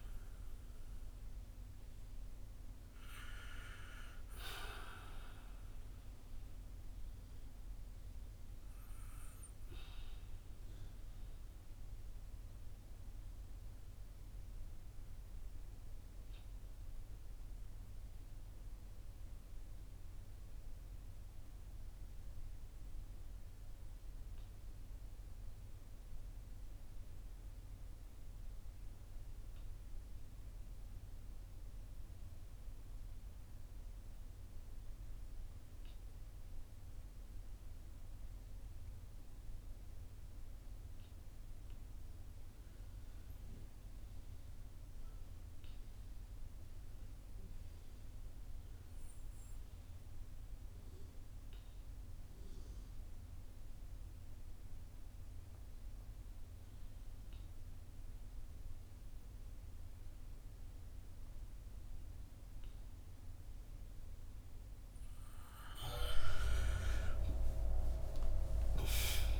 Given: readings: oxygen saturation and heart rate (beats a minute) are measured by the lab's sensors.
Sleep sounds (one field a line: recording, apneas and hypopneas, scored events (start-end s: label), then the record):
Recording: breathing in sleep by a room microphone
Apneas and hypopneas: 1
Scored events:
0.00-17.50 s: oxygen desaturation (device-marked, oxygen 81% lowest, heart rate 47 extreme)
4.50-64.50 s: obstructive apnea (oxygen 94% before, 79% lowest, heart rate 63 before, 47 extreme, up 10 after)
40.50-69.40 s: oxygen desaturation (device-marked, oxygen 97% before, 79% lowest, heart rate 55 before, 49 extreme)
65.50-69.40 s: arousal
From the record:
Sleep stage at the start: N2 (light sleep)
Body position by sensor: on the back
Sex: male